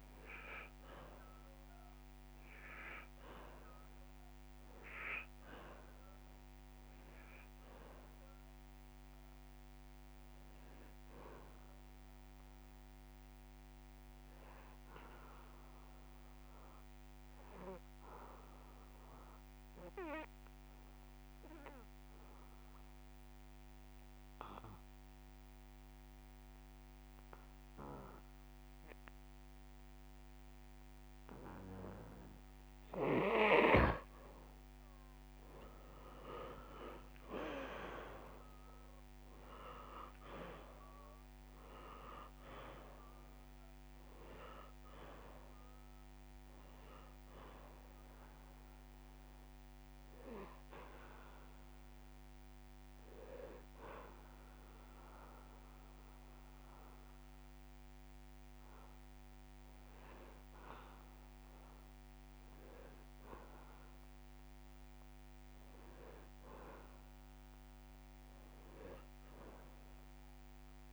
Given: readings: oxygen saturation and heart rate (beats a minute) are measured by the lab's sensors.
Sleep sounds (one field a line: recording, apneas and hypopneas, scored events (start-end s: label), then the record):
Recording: breathing in sleep by a microphone on the trachea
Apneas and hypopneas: 2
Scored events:
0.00-5.50 s: drop in pulse transit time (device-marked)
6.00-9.50 s: arousal
14.00-32.50 s: obstructive apnea (oxygen 99% before, 86% lowest)
14.50-21.50 s: drop in pulse transit time (device-marked)
36.50-40.50 s: arousal
37.50-43.50 s: drop in pulse transit time (device-marked)
40.50-70.92 s: oxygen desaturation (device-marked, oxygen 97% before, 86% lowest)
50.00-63.50 s: hypopnea (oxygen 97% before, 86% lowest)
52.50-63.50 s: drop in pulse transit time (device-marked)
56.50-58.50 s: long interval between heartbeats (device-marked)
66.00-70.00 s: arousal
From the record:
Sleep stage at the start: N2 (light sleep)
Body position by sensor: on the back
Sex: male